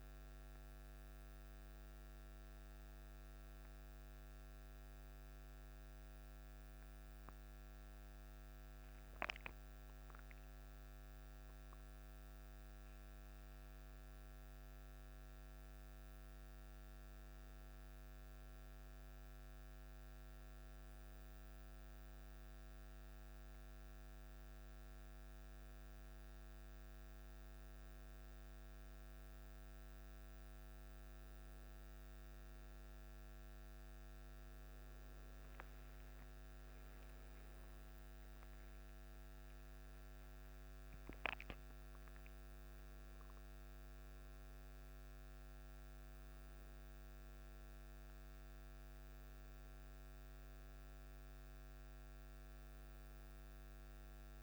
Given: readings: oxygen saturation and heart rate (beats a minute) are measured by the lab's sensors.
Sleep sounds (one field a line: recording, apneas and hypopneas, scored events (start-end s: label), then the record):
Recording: a person awake in a sleep study, hard to hear, by a microphone on the trachea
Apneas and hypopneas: none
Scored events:
none scored
From the record:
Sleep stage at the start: awake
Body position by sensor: on the back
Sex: male